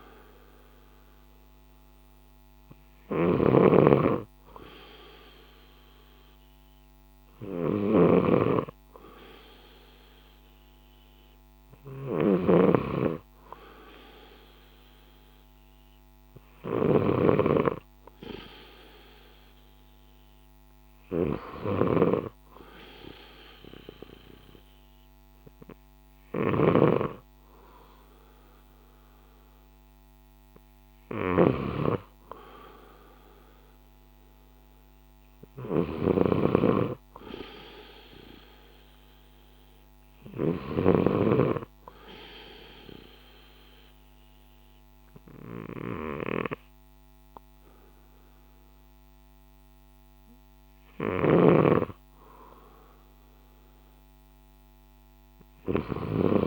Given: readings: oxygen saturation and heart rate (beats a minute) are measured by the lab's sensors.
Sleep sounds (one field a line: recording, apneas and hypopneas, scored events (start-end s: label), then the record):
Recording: breathing in sleep by a microphone on the trachea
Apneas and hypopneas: 1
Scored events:
0.00-40.50 s: snoring (device-marked)
41.50-51.50 s: obstructive apnea (oxygen 93% before, 91% lowest, heart rate 59 before, 58 extreme, up 1 after)
51.00-56.47 s: snoring (device-marked)
53.00-56.47 s: arousal
From the record:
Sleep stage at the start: N2 (light sleep)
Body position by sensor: on the left side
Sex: male